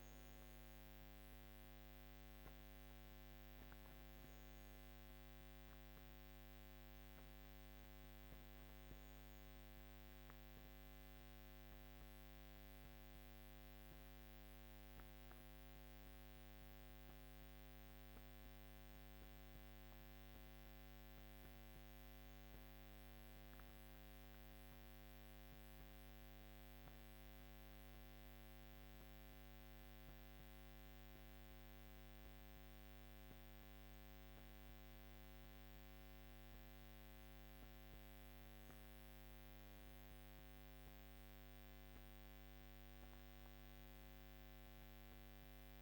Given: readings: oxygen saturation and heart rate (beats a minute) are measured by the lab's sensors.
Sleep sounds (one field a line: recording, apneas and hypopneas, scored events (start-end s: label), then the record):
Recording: breathing in sleep, hard to hear, by a microphone on the trachea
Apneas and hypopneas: none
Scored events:
none scored
From the record:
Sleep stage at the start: REM sleep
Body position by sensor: on the back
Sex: female